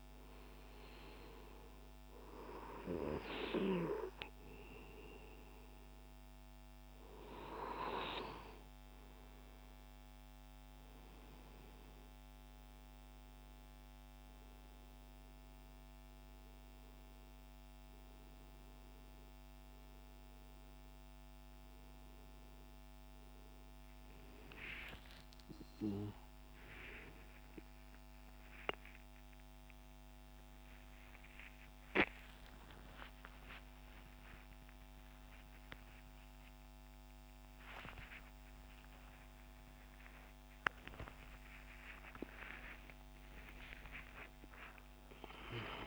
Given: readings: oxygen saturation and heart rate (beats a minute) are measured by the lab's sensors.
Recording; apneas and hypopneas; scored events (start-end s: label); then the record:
a person awake in a sleep study, by a microphone on the trachea; none
0.00-20.50 s: oxygen desaturation (device-marked, oxygen 93% lowest, heart rate 59 extreme)
12.50-45.87 s: new sleep stage, awake
From the record:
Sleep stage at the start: N2 (light sleep); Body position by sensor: on the back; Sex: male